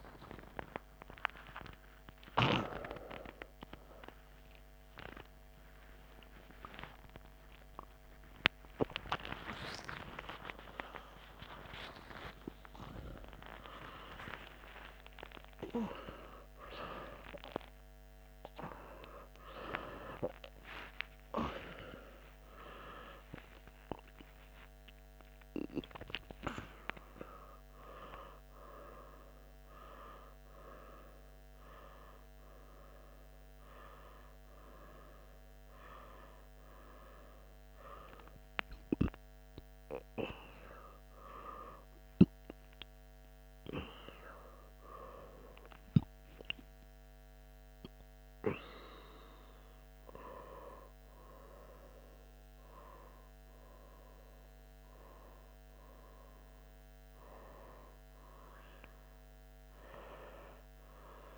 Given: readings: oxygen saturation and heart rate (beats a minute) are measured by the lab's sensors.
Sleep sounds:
a person awake in a sleep study, by a microphone on the trachea; none
none scored
From the record:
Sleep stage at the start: awake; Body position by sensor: on the right side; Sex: male

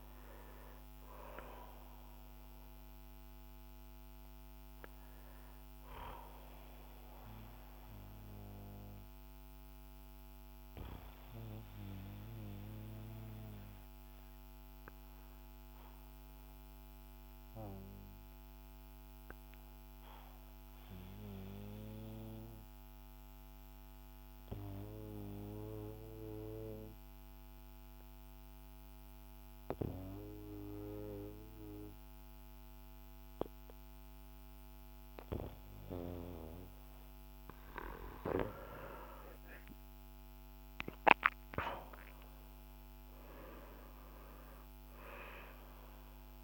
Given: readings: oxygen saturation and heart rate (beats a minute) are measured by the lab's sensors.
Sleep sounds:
breathing in sleep by a microphone on the trachea; 1
0.00-21.50 s: oxygen desaturation (device-marked, oxygen 89% lowest, heart rate 48 extreme)
5.50-37.50 s: obstructive apnea (oxygen 97% before, 89% lowest, heart rate 59 before, 49 extreme, up 5 after)
39.50-44.00 s: arousal
40.50-46.44 s: oxygen desaturation (device-marked, oxygen 97% before, 89% lowest, heart rate 56 before, 48 extreme)
From the record:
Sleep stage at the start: N2 (light sleep); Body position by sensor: on the back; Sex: male

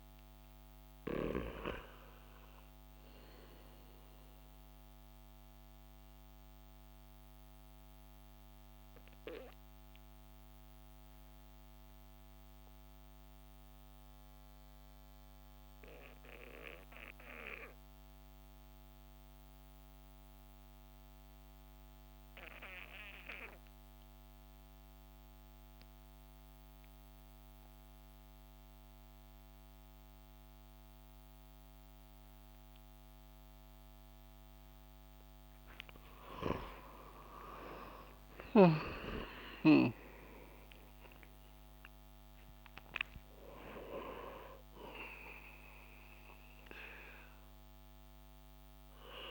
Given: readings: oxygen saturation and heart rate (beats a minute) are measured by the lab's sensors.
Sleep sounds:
breathing in sleep by a microphone on the trachea; 1
5.50-34.50 s: obstructive apnea (oxygen 98% before, 94% lowest)
35.50-40.50 s: arousal
From the record:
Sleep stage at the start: N1 (lightest sleep); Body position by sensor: on the back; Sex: male

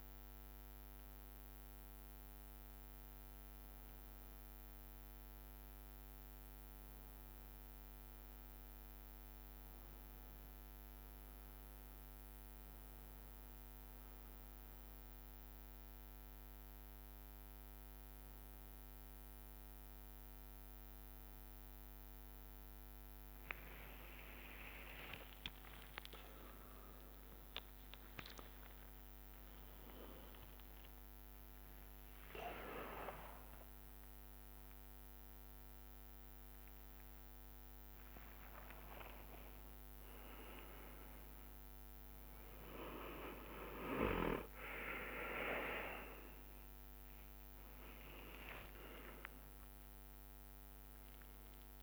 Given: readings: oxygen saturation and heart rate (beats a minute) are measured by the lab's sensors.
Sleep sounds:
a person awake in a sleep study, by a microphone on the trachea; none
20.00-22.00 s: long interval between heartbeats (device-marked, heart rate 64 before, 64 extreme)
23.50-25.50 s: long interval between heartbeats (device-marked, heart rate 64 before, 72 extreme)
26.00-28.00 s: long interval between heartbeats (device-marked, heart rate 66 before, 84 extreme)
26.00-35.00 s: drop in pulse transit time (device-marked, heart rate 66 before, 84 extreme)
26.00-41.00 s: tachycardia (device-marked, heart rate 78 before, 195 extreme)
30.00-32.00 s: long interval between heartbeats (device-marked, heart rate 71 before, 122 extreme)
37.00-39.00 s: long interval between heartbeats (device-marked, heart rate 105 before, 168 extreme)
47.00-51.83 s: drop in pulse transit time (device-marked, heart rate 134 before, 70 extreme)
From the record:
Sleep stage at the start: awake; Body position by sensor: on the back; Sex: male

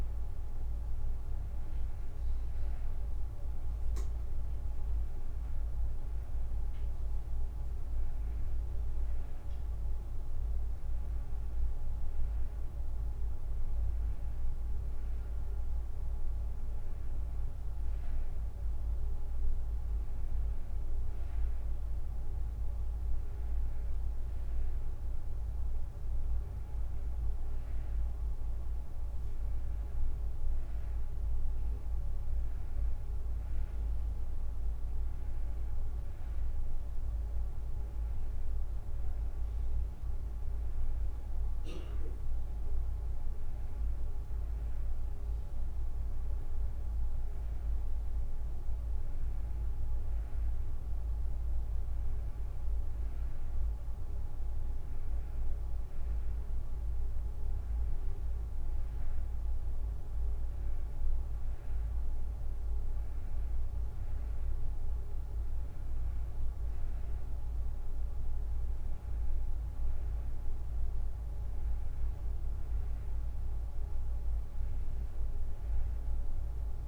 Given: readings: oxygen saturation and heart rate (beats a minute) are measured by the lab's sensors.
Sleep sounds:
a person awake in a sleep study, hard to hear, by a room microphone; none
none scored
From the record:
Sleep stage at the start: awake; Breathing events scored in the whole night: 211 in 5.0 hours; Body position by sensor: on the right side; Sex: female

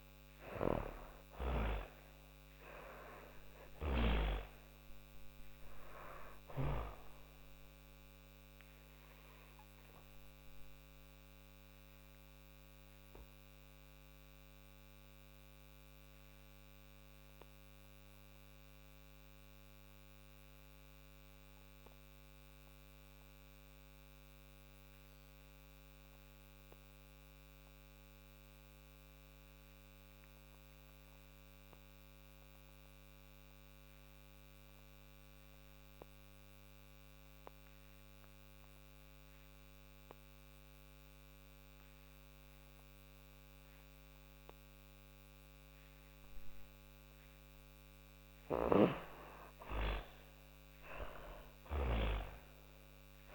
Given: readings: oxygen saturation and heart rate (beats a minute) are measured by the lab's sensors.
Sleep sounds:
breathing in sleep by a microphone on the trachea; 1
0.00-1.00 s: arousal
0.00-2.50 s: snoring (device-marked)
0.00-32.00 s: oxygen desaturation (device-marked, oxygen 86% lowest, heart rate 33 extreme)
8.00-45.00 s: obstructive apnea (oxygen 98% before, 86% lowest, heart rate 77 before, 33 extreme, up 32 after)
46.00-53.35 s: oxygen desaturation (device-marked, oxygen 98% before, 87% lowest, heart rate 40 before, 39 extreme)
46.50-50.00 s: snoring (device-marked)
47.00-52.00 s: arousal
From the record:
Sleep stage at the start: N2 (light sleep); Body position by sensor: on the back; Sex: female

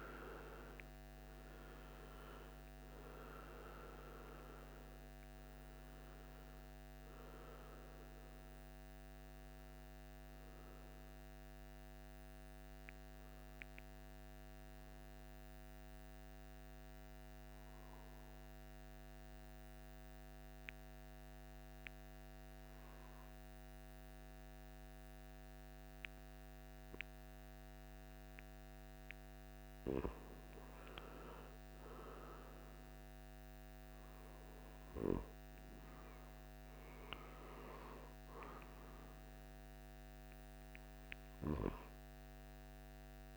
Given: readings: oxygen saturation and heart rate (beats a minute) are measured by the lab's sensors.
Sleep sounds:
breathing in sleep by a microphone on the trachea; 1
0.00-1.00 s: arousal
0.00-23.00 s: oxygen desaturation (device-marked, oxygen 92% lowest, heart rate 53 extreme)
11.00-27.00 s: obstructive apnea (oxygen 97% before, 92% lowest, heart rate 62 before, 53 extreme, up 8 after)
30.50-34.50 s: arousal
36.00-43.37 s: oxygen desaturation (device-marked, oxygen 98% before, 93% lowest, heart rate 57 before, 53 extreme)
From the record:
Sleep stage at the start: N2 (light sleep); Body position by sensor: on the right side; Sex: male

